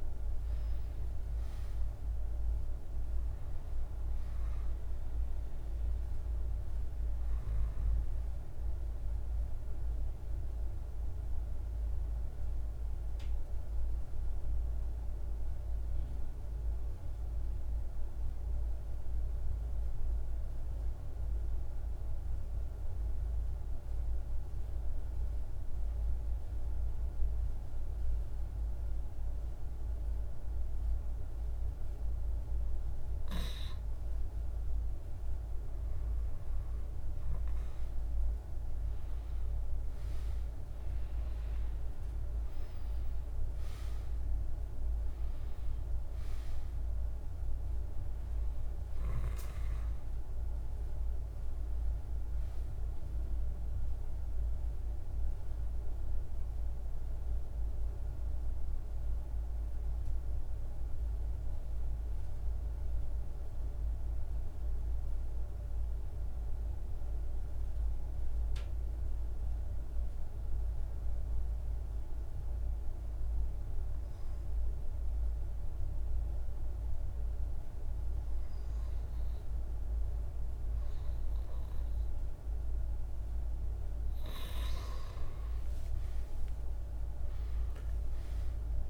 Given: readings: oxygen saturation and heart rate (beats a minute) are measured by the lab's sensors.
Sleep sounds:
breathing in sleep, hard to hear, by a room microphone; 2
0.00-14.00 s: oxygen desaturation (device-marked, oxygen 92% lowest, heart rate 49 extreme)
16.00-33.00 s: mixed apnea (oxygen 98% before, 89% lowest, heart rate 59 before, 49 extreme, up 4 after)
33.00-66.00 s: oxygen desaturation (device-marked, oxygen 98% before, 89% lowest, heart rate 50 before, 51 extreme)
36.00-40.00 s: arousal
58.00-84.00 s: mixed apnea (oxygen 97% before, 90% lowest, heart rate 55 before, 50 extreme, up 12 after)
79.00-88.89 s: oxygen desaturation (device-marked, oxygen 99% before, 90% lowest, heart rate 51 before, 49 extreme)
85.50-88.89 s: arousal
From the record:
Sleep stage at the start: N2 (light sleep); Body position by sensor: on the back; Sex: male

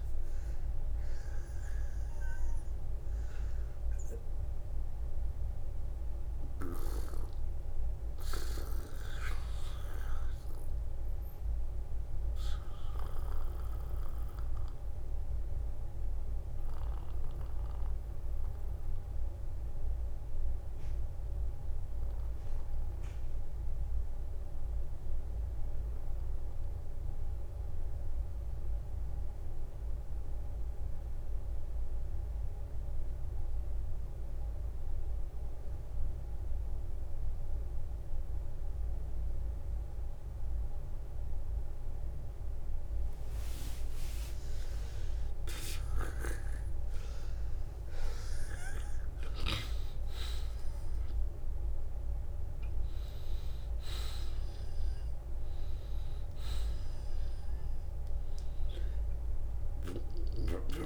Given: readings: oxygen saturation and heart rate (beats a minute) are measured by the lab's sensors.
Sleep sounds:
breathing in sleep by a room microphone; 1
2.00-4.00 s: long interval between heartbeats (device-marked, heart rate 61 before, 55 extreme)
5.00-26.00 s: oxygen desaturation (device-marked, oxygen 94% before, 88% lowest, heart rate 62 before, 40 extreme)
5.00-42.00 s: obstructive apnea (oxygen 95% before, 82% lowest, heart rate 62 before, 40 extreme, up 15 after)
12.50-14.50 s: long interval between heartbeats (device-marked, heart rate 60 before, 61 extreme)
29.50-31.50 s: long interval between heartbeats (device-marked, heart rate 55 before, 52 extreme)
41.00-60.86 s: oxygen desaturation (device-marked, oxygen 96% before, 93% lowest, heart rate 48 before, 50 extreme)
43.00-46.50 s: arousal
44.00-60.86 s: new sleep stage, N1 (lightest sleep)
From the record:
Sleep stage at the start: N2 (light sleep); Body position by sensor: on the back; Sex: male

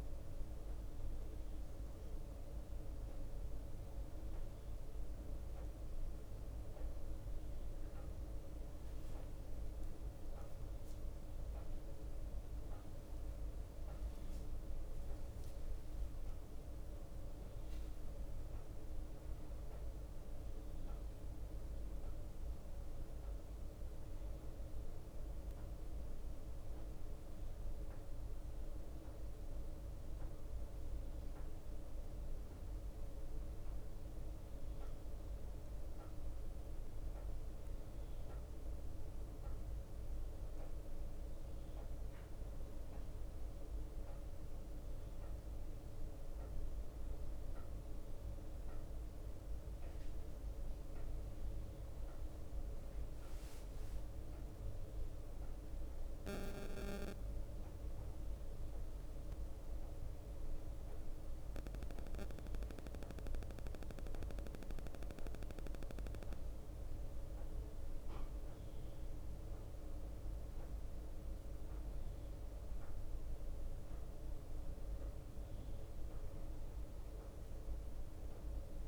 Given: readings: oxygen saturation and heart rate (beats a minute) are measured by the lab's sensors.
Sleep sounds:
breathing in sleep, hard to hear, by a room microphone; 2
0.00-9.50 s: bradycardia (device-marked)
12.50-78.88 s: new sleep stage, N2 (light sleep)
16.00-20.50 s: arousal
25.50-37.00 s: obstructive apnea (oxygen 94% before, 91% lowest)
39.00-43.00 s: arousal
60.00-72.00 s: obstructive apnea (oxygen 93% before, 91% lowest)
73.00-77.00 s: arousal
From the record:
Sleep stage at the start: N1 (lightest sleep); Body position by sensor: on the back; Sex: male

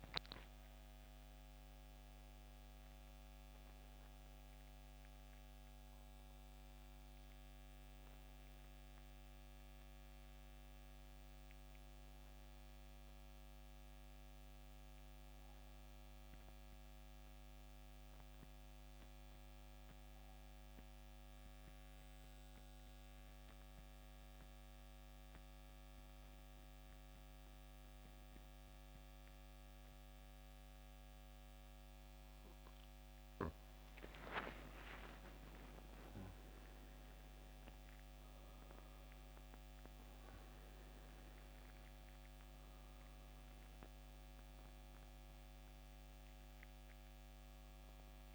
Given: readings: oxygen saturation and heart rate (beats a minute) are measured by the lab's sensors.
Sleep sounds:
breathing in sleep, hard to hear, by a microphone on the trachea; 1
0.00-21.50 s: oxygen desaturation (device-marked, oxygen 89% lowest, heart rate 66 extreme)
18.00-30.50 s: central apnea (oxygen 94% before, 88% lowest, heart rate 76 before, 66 extreme, up 11 after)
34.00-38.00 s: arousal
39.50-48.35 s: oxygen desaturation (device-marked, oxygen 96% before, 88% lowest, heart rate 69 before, 65 extreme)
From the record:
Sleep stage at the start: N2 (light sleep); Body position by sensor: on the back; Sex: male

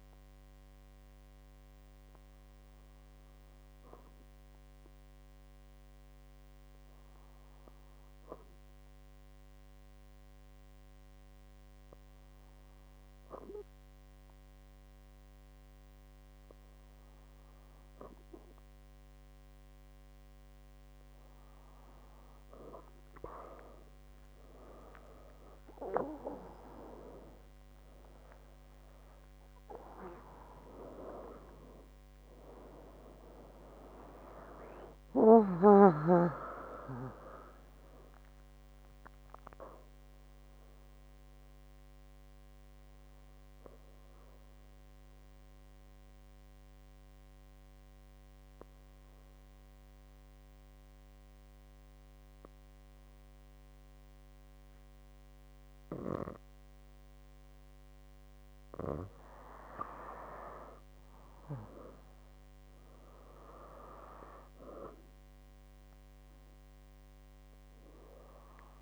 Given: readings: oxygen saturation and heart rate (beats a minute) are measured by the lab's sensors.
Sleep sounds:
breathing in sleep by a microphone on the trachea; 2
1.50-20.00 s: obstructive apnea (oxygen 98% before, 96% lowest, heart rate 66 before, 61 extreme, up 41 after)
24.50-31.00 s: arousal
42.50-57.50 s: obstructive apnea (oxygen 98% before, 95% lowest, heart rate 80 before, 61 extreme, up 9 after)
60.50-63.50 s: arousal
From the record:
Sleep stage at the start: N2 (light sleep); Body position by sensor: on the back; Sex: female

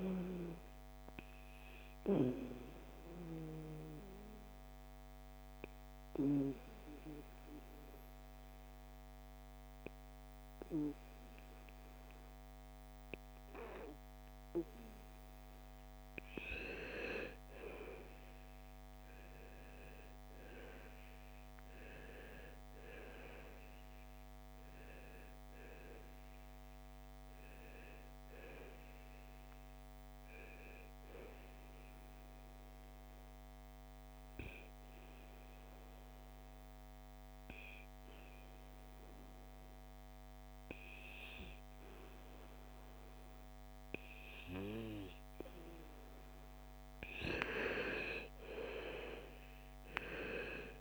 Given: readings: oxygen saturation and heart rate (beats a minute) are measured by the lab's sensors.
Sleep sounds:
breathing in sleep by a microphone on the trachea; 2
0.00-13.50 s: oxygen desaturation (device-marked, oxygen 91% lowest, heart rate 55 extreme)
2.50-15.50 s: mixed apnea (oxygen 98% before, 90% lowest, heart rate 58 before, 55 extreme, up 3 after)
17.50-22.00 s: arousal
24.50-37.50 s: oxygen desaturation (device-marked, oxygen 98% before, 90% lowest, heart rate 56 before, 53 extreme)
32.00-46.00 s: obstructive apnea (oxygen 98% before, 88% lowest, heart rate 58 before, 53 extreme, up 15 after)
48.00-50.81 s: arousal
From the record:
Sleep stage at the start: N2 (light sleep); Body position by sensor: on the back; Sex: female

